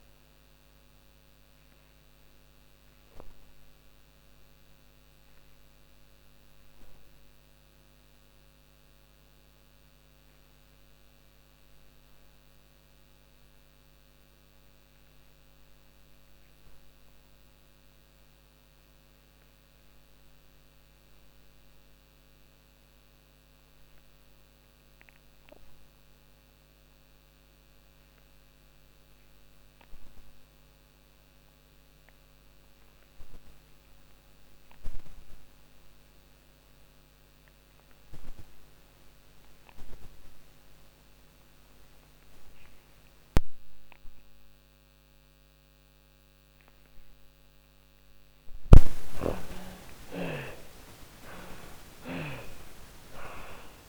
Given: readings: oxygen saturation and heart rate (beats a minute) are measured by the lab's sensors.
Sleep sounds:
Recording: breathing in sleep by a microphone on the trachea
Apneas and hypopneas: 1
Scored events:
0.00-17.00 s: oxygen desaturation (device-marked, oxygen 74% lowest, heart rate 42 extreme)
1.00-45.00 s: obstructive apnea (oxygen 96% before, 62% lowest, heart rate 56 before, 42 extreme, up 17 after)
25.00-53.89 s: oxygen desaturation (device-marked, oxygen 96% before, 62% lowest, heart rate 54 before, 40 extreme)
47.00-52.00 s: arousal
47.00-53.89 s: snoring (device-marked)
From the record:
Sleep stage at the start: N2 (light sleep)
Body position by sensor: on the back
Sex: female

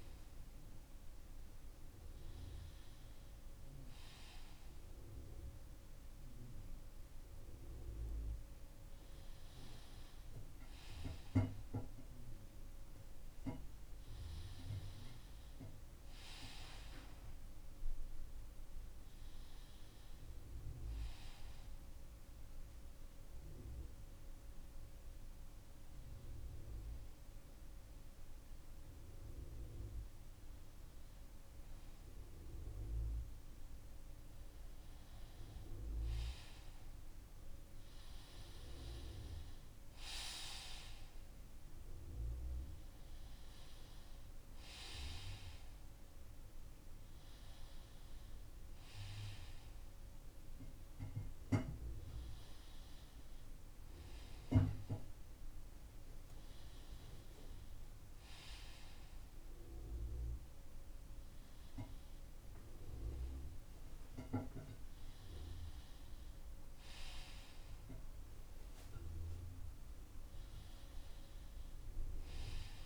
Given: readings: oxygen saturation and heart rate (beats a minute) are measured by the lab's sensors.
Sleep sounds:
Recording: a person awake in a sleep study, by a room microphone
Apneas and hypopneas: none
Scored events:
39.00-56.00 s: oxygen desaturation (device-marked, oxygen 94% before, 91% lowest, heart rate 122 before, 30 extreme)
From the record:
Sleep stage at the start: awake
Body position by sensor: on the front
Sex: male

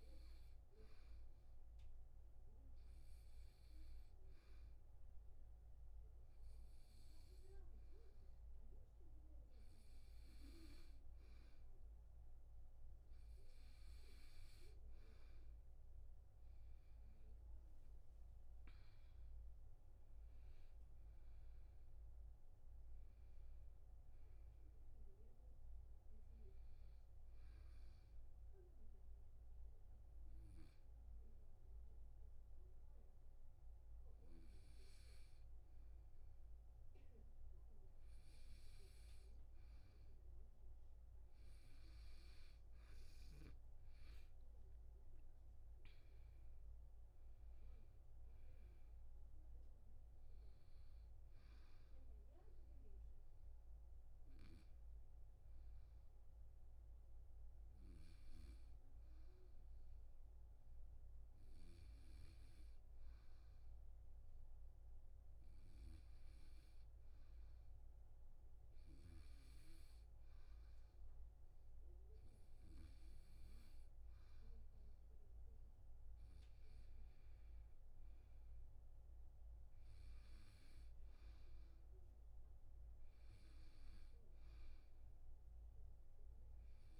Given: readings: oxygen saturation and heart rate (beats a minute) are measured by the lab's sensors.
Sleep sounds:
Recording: breathing in sleep by a room microphone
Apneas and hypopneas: 3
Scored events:
0.00-5.00 s: oxygen desaturation (device-marked, oxygen 92% lowest, heart rate 78 extreme)
2.00-12.50 s: hypopnea (oxygen 97% before, 93% lowest, heart rate 80 before, 69 extreme, up 6 after)
17.50-21.50 s: arousal
29.00-40.00 s: hypopnea (oxygen 95% before, 94% lowest, heart rate 82 before, 67 extreme, up 10 after)
44.50-48.00 s: arousal
50.00-67.00 s: oxygen desaturation (device-marked, oxygen 99% before, 94% lowest, heart rate 73 before, 68 extreme)
57.00-74.50 s: hypopnea (oxygen 99% before, 94% lowest, heart rate 73 before, 68 extreme, up 11 after)
77.00-80.00 s: arousal
80.00-86.99 s: oxygen desaturation (device-marked, oxygen 98% before, 94% lowest, heart rate 73 before, 72 extreme)
From the record:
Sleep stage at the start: N2 (light sleep)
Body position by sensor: on the back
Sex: male

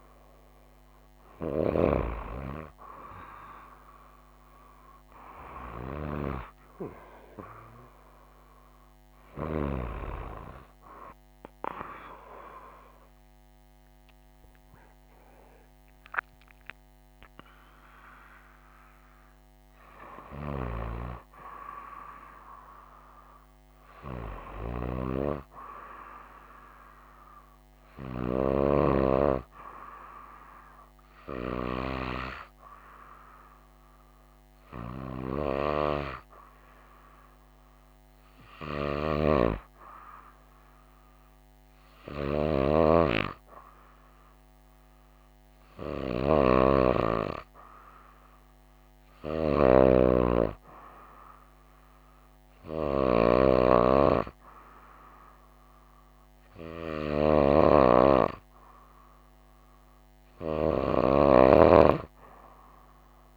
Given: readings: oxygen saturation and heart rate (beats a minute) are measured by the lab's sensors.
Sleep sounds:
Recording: breathing in sleep by a microphone on the trachea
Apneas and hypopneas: none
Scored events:
none scored
From the record:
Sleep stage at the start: N2 (light sleep)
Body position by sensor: on the right side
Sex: female

